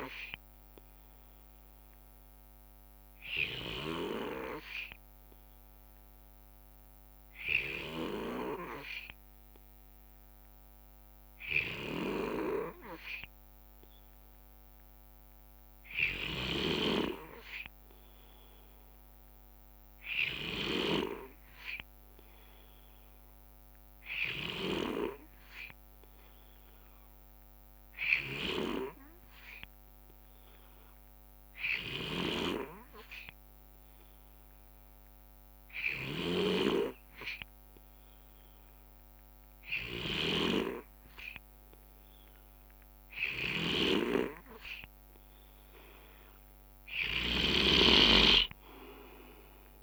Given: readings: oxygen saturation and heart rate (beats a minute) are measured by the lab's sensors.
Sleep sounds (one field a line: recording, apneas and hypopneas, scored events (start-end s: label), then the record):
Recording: breathing in sleep by a microphone on the trachea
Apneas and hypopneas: 1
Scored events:
0.00-8.50 s: oxygen desaturation (device-marked, oxygen 90% lowest, heart rate 60 extreme)
0.50-45.50 s: obstructive apnea (oxygen 94% before, 90% lowest, heart rate 69 before, 62 extreme, up 2 after)
23.00-25.00 s: long interval between heartbeats (device-marked, heart rate 65 before, 74 extreme)
36.00-40.50 s: snoring (device-marked)
41.50-49.83 s: oxygen desaturation (device-marked, oxygen 94% before, 91% lowest, heart rate 69 before, 63 extreme)
47.00-49.83 s: snoring (device-marked)
47.50-49.83 s: arousal
From the record:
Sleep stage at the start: N2 (light sleep)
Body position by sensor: on the right side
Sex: male